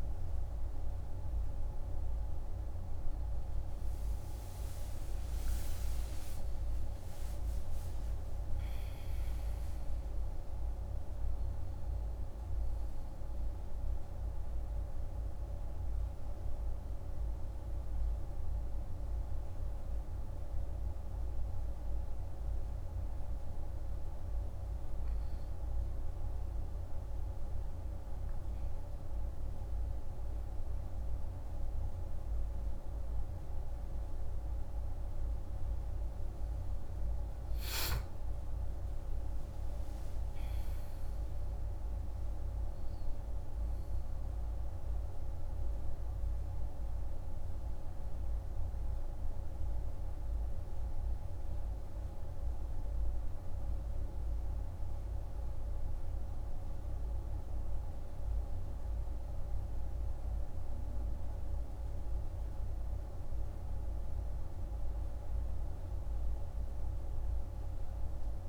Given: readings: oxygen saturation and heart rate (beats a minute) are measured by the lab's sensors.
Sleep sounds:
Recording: breathing in sleep, hard to hear, by a room microphone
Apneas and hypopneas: none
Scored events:
4.00-8.00 s: arousal
19.00-68.49 s: new sleep stage, N1 (lightest sleep)
37.00-41.00 s: arousal
From the record:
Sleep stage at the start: N2 (light sleep)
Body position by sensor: on the right side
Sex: male

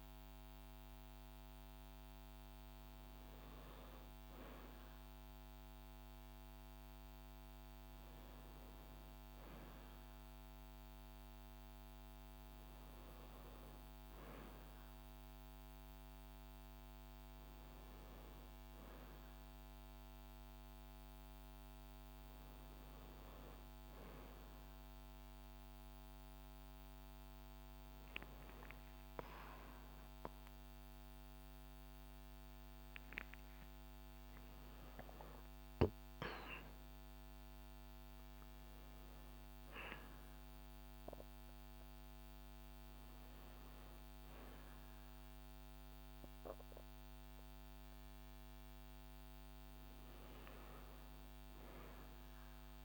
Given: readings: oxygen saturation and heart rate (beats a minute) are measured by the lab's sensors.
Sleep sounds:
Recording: a person awake in a sleep study, hard to hear, by a microphone on the trachea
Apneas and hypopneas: none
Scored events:
none scored
From the record:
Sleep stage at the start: awake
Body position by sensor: on the back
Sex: female

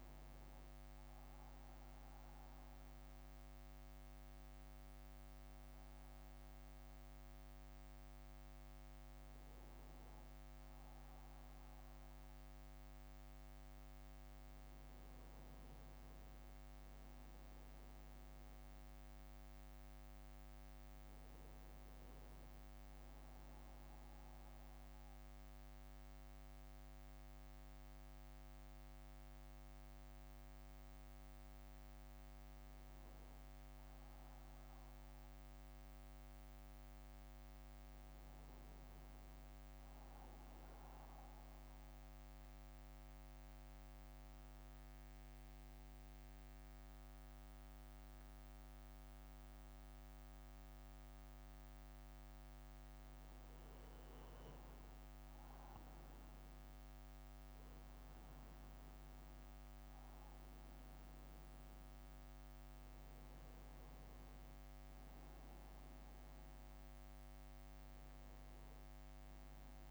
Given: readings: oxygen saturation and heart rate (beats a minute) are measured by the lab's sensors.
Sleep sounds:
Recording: breathing in sleep, hard to hear, by a microphone on the trachea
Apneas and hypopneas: 1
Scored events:
35.50-39.00 s: arousal
43.50-55.00 s: obstructive apnea (oxygen 96% before, 91% lowest, heart rate 63 before, 61 extreme, up 4 after)
58.50-63.50 s: arousal
62.50-69.91 s: drop in pulse transit time (device-marked, heart rate 63 before, 61 extreme)
64.50-69.91 s: oxygen desaturation (device-marked, oxygen 95% before, 91% lowest, heart rate 63 before, 61 extreme)
From the record:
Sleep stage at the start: N2 (light sleep)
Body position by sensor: on the back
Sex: male

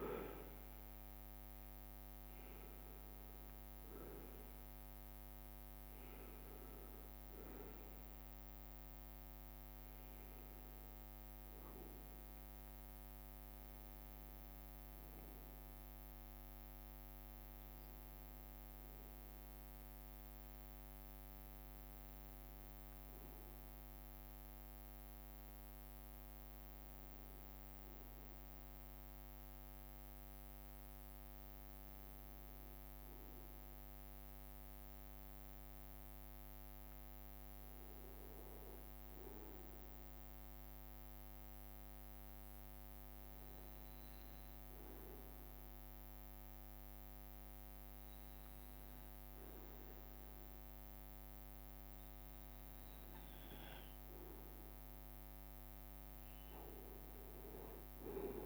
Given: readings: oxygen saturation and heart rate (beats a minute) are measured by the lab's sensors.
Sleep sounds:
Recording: breathing in sleep, hard to hear, by a microphone on the trachea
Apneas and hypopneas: 1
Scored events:
0.00-1.00 s: arousal
0.00-25.50 s: oxygen desaturation (device-marked, oxygen 92% lowest)
0.50-58.46 s: new sleep stage, N1 (lightest sleep)
11.50-58.46 s: bradycardia (device-marked)
12.00-13.50 s: leg movement (device-marked)
22.00-24.00 s: long interval between heartbeats (device-marked)
31.50-35.00 s: arousal
39.00-53.50 s: hypopnea (oxygen 99% before, 96% lowest)
47.00-49.00 s: long interval between heartbeats (device-marked)
56.00-58.46 s: arousal
57.00-58.46 s: leg movement (device-marked)
From the record:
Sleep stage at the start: N2 (light sleep)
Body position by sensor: on the right side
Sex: male

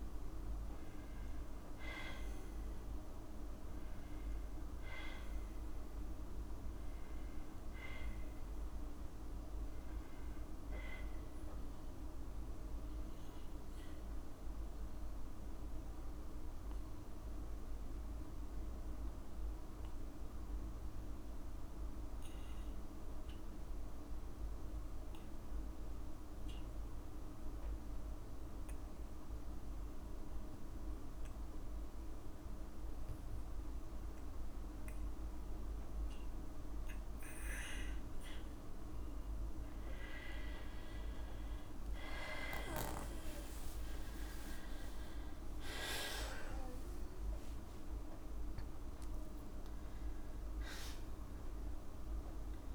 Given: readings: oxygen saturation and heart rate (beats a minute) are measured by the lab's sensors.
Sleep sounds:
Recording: breathing in sleep, hard to hear, by a room microphone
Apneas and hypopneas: 1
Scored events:
25.50-40.50 s: obstructive apnea (oxygen 98% before, 94% lowest, heart rate 58 before, 57 extreme, up 36 after)
42.00-45.50 s: arousal
44.50-46.50 s: long interval between heartbeats (device-marked, heart rate 57 before, 69 extreme)
From the record:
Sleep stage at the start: N2 (light sleep)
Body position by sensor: on the back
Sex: female

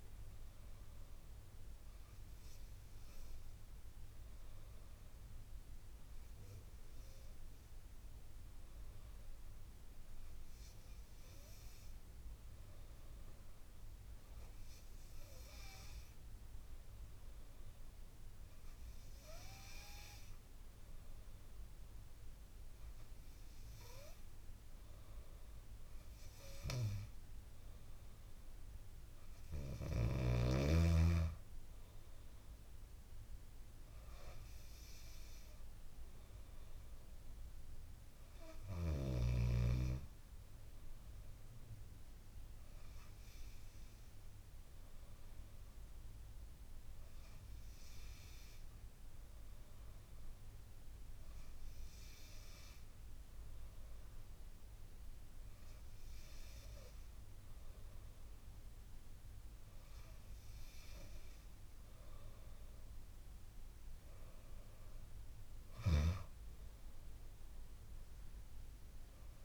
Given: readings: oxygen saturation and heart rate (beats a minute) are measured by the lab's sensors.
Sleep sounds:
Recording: breathing in sleep by a room microphone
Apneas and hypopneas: none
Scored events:
none scored
From the record:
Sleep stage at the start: N2 (light sleep)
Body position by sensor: on the back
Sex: female

